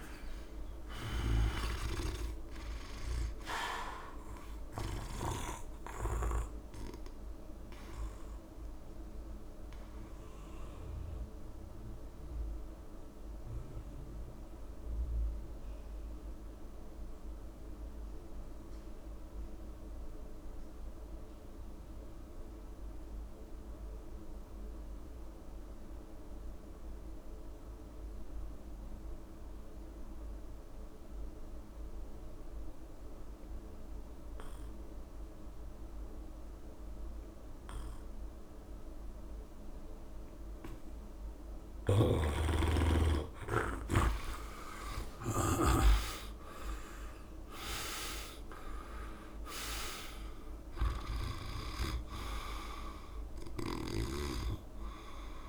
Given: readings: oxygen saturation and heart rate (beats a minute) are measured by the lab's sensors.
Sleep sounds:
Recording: breathing in sleep by a room microphone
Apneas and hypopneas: 1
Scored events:
0.00-5.50 s: snoring (device-marked)
0.00-21.50 s: oxygen desaturation (device-marked, oxygen 81% lowest, heart rate 62 extreme)
8.50-42.50 s: mixed apnea (oxygen 98% before, 80% lowest, heart rate 77 before, 64 extreme, up 34 after)
37.50-55.49 s: oxygen desaturation (device-marked, oxygen 99% before, 80% lowest, heart rate 70 before, 64 extreme)
43.50-45.50 s: long interval between heartbeats (device-marked, heart rate 69 before, 79 extreme)
44.50-49.00 s: arousal
From the record:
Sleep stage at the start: N2 (light sleep)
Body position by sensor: on the back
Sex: male

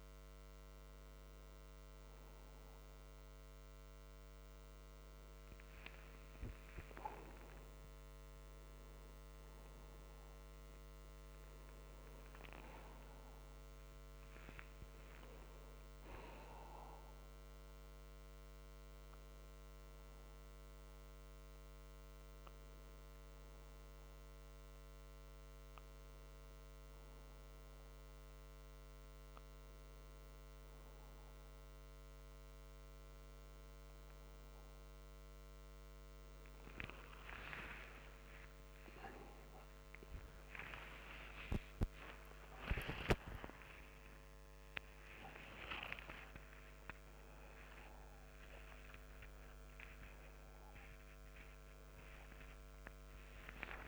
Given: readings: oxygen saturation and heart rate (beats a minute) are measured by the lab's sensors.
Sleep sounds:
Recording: a person awake in a sleep study, by a microphone on the trachea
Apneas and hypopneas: none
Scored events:
none scored
From the record:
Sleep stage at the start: awake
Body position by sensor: on the back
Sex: male

